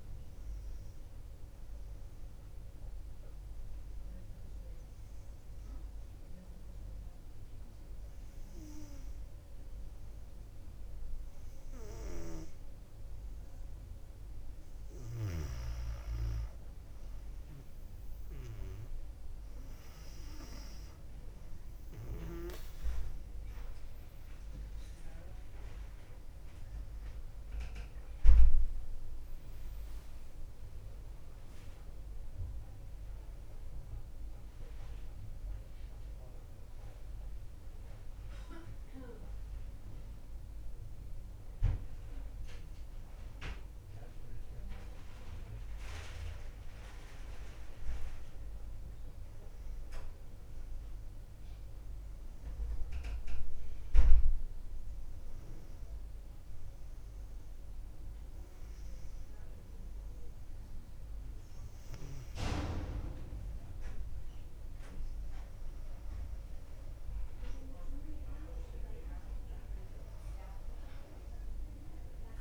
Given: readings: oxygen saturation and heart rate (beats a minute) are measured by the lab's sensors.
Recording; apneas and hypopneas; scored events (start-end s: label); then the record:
breathing in sleep by a room microphone; 2
0.00-4.50 s: oxygen desaturation (device-marked, oxygen 94% lowest, heart rate 56 extreme)
2.00-15.50 s: obstructive apnea (oxygen 98% before, 95% lowest, heart rate 59 before, 56 extreme, up 4 after)
22.50-37.50 s: oxygen desaturation (device-marked, oxygen 99% before, 95% lowest, heart rate 58 before, 57 extreme)
24.00-29.00 s: arousal
55.50-66.50 s: hypopnea (oxygen 99% before, 94% lowest, heart rate 58 before, 57 extreme, up 0 after)
68.50-72.41 s: oxygen desaturation (device-marked, oxygen 98% before, 94% lowest, heart rate 59 before, 57 extreme)
69.00-72.41 s: arousal
From the record:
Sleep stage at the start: N2 (light sleep); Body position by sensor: on the back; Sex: female